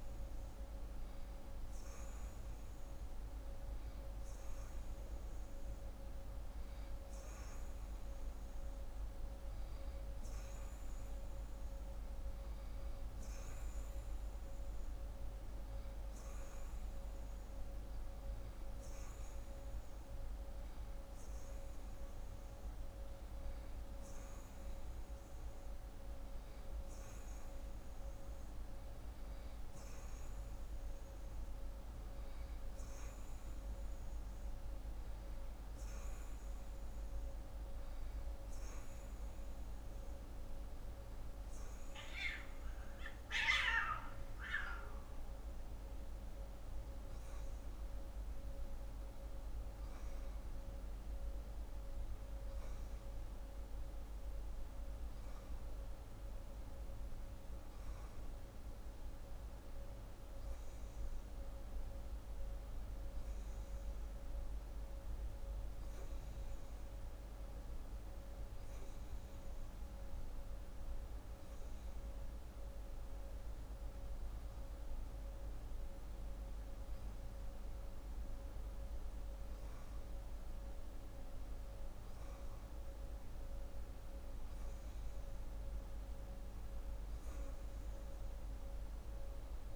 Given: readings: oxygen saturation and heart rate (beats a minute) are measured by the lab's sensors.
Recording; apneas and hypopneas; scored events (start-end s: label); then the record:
breathing in sleep, hard to hear, by a room microphone; none
none scored
From the record:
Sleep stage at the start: N2 (light sleep); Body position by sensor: on the right side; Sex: female